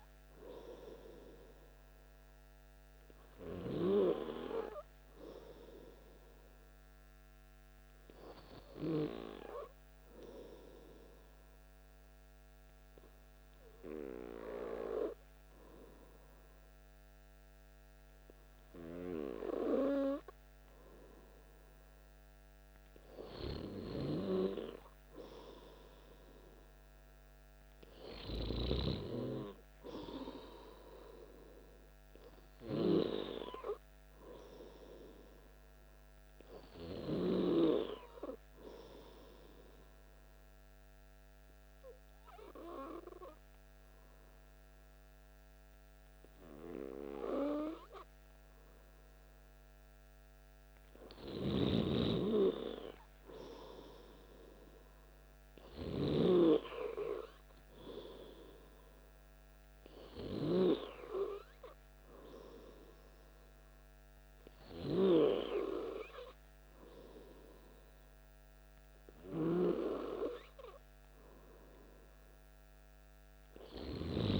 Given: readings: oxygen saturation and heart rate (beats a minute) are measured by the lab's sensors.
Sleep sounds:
breathing in sleep by a microphone on the trachea; 1
40.00-51.00 s: obstructive apnea (oxygen 98% before, 96% lowest, heart rate 55 before, 53 extreme, up 3 after)
53.00-55.50 s: arousal
From the record:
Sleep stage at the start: N2 (light sleep); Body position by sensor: on the back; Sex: male

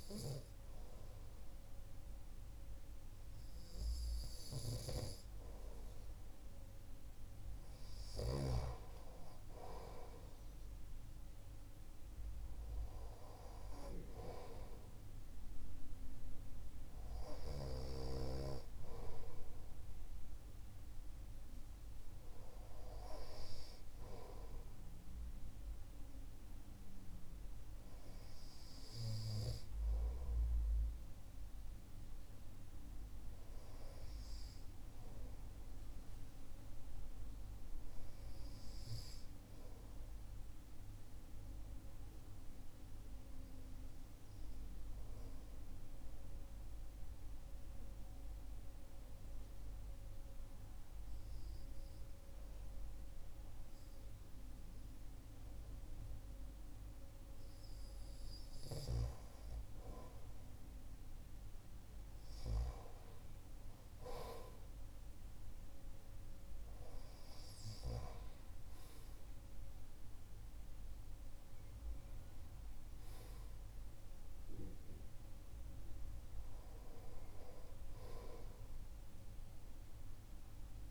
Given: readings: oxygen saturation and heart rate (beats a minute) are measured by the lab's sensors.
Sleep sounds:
breathing in sleep by a room microphone; 1
42.00-59.00 s: hypopnea (oxygen 97% before, 93% lowest)
61.50-65.50 s: arousal
From the record:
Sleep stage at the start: REM sleep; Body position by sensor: on the right side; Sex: male

